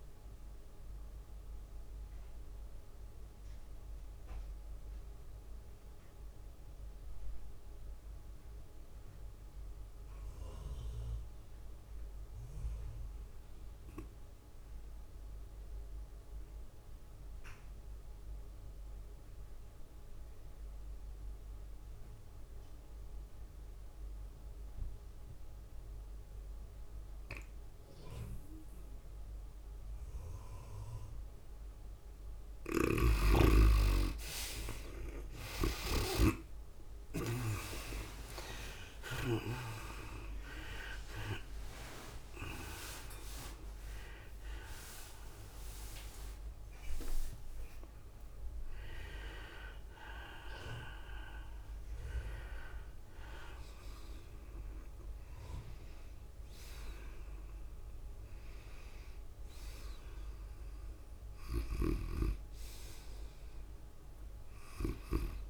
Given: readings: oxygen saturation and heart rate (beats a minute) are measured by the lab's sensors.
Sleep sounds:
breathing in sleep by a room microphone; 1
0.00-6.00 s: tachycardia (device-marked, heart rate 108 extreme)
0.50-32.00 s: obstructive apnea (oxygen 97% before, 71% lowest, heart rate 102 before, 96 extreme, up 6 after)
15.00-56.00 s: oxygen desaturation (device-marked, oxygen 96% before, 71% lowest, heart rate 103 before, 96 extreme)
33.50-37.00 s: snoring (device-marked)
36.00-39.50 s: arousal
36.00-65.50 s: tachycardia (device-marked, heart rate 102 before, 109 extreme)
38.00-52.00 s: drop in pulse transit time (device-marked, heart rate 97 before, 100 extreme)
61.50-65.50 s: arousal
From the record:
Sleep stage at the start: N2 (light sleep); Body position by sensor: on the right side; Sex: female

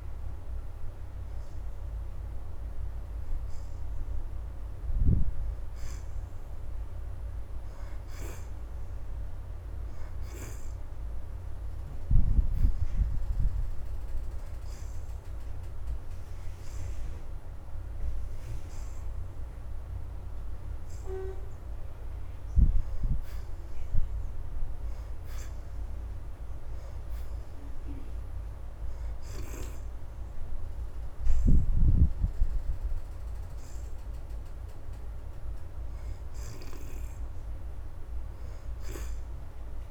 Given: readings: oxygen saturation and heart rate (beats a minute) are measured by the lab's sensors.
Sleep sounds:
breathing in sleep by a room microphone; none
0.00-3.00 s: oxygen desaturation (device-marked, oxygen 64% lowest, heart rate 80 extreme)
15.00-29.00 s: oxygen desaturation (device-marked, oxygen 77% before, 66% lowest, heart rate 83 before, 81 extreme)
31.00-39.91 s: oxygen desaturation (device-marked, oxygen 71% before, 64% lowest, heart rate 84 before, 81 extreme)
From the record:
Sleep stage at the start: N2 (light sleep); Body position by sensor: on the back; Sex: female

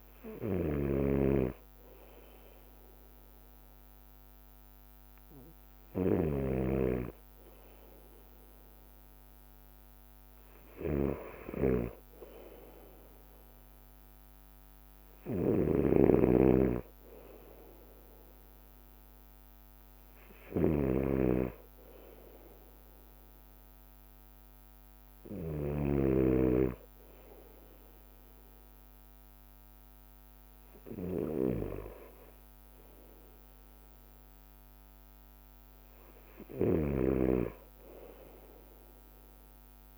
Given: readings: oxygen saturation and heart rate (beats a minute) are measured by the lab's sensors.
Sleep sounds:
breathing in sleep by a microphone on the trachea; none
0.00-26.00 s: snoring (device-marked)
0.00-39.98 s: bradycardia (device-marked, heart rate 55 extreme)
37.00-39.98 s: snoring (device-marked)
From the record:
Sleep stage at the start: N2 (light sleep); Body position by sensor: on the right side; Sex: male

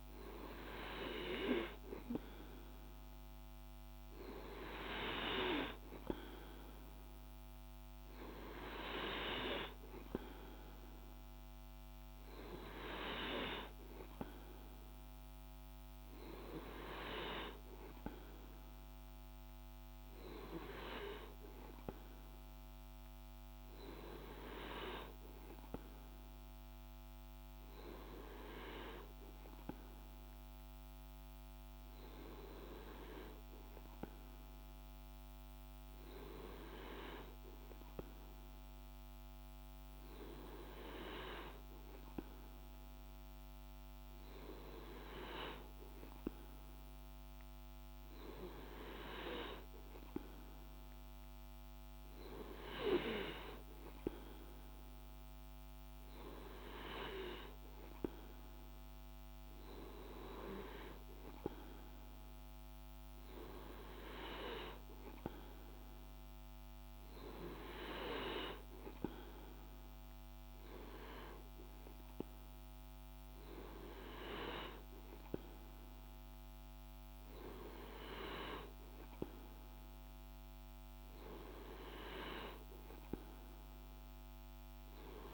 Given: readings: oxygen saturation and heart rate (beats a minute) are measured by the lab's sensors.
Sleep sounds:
breathing in sleep by a microphone on the trachea; none
none scored
From the record:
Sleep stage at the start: N2 (light sleep); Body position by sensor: on the back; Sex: male

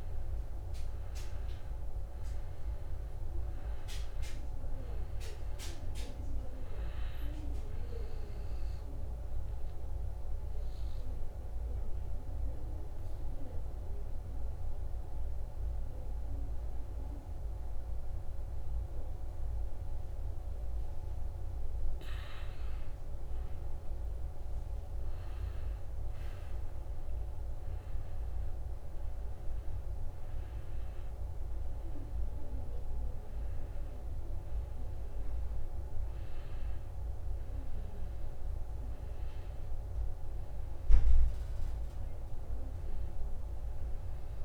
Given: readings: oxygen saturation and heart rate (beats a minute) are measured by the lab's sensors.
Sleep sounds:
breathing in sleep, hard to hear, by a room microphone; 1
0.50-4.50 s: arousal
8.50-21.50 s: obstructive apnea (oxygen 95% before, 90% lowest, heart rate 73 before, 72 extreme, up 4 after)
22.50-26.50 s: arousal
28.50-44.44 s: oxygen desaturation (device-marked, oxygen 96% before, 90% lowest, heart rate 74 before, 69 extreme)
From the record:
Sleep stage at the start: N2 (light sleep); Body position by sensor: on the back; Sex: male

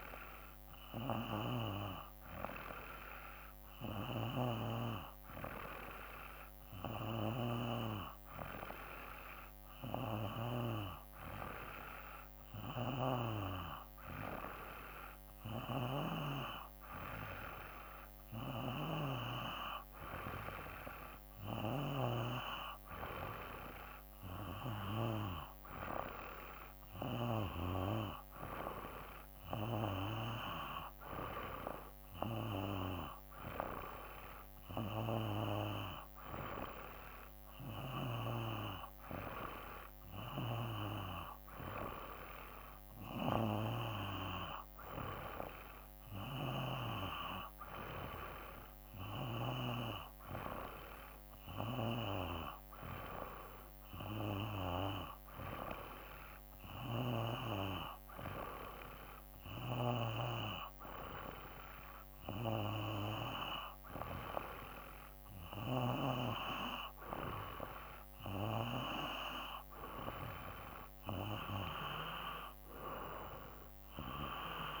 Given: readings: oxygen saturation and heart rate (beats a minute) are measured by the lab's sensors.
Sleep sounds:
breathing in sleep by a microphone on the trachea; none
4.00-7.50 s: snoring (device-marked)
15.50-22.00 s: snoring (device-marked)
59.50-66.00 s: snoring (device-marked)
From the record:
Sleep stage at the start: N2 (light sleep); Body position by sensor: on the back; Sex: male

